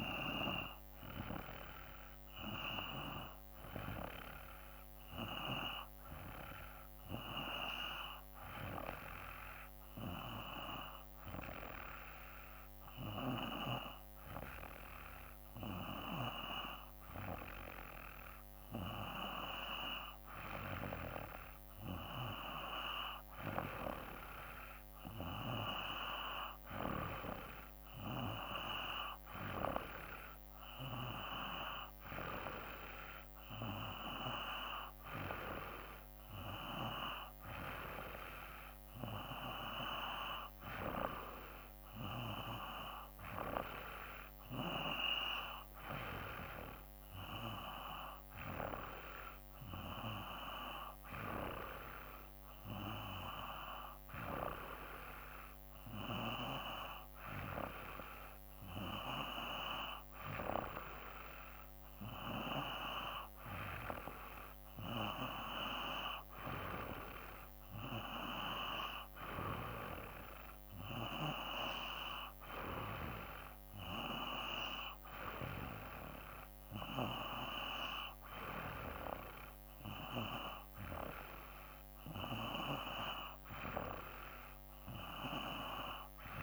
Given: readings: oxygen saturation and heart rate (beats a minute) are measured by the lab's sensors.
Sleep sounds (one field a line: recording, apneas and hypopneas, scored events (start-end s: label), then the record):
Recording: breathing in sleep by a microphone on the trachea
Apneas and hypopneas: 1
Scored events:
8.00-19.50 s: hypopnea (oxygen 95% before, 92% lowest, heart rate 56 before, 53 extreme, up 2 after)
22.00-26.50 s: arousal
From the record:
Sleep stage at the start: N2 (light sleep)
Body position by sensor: on the back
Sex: male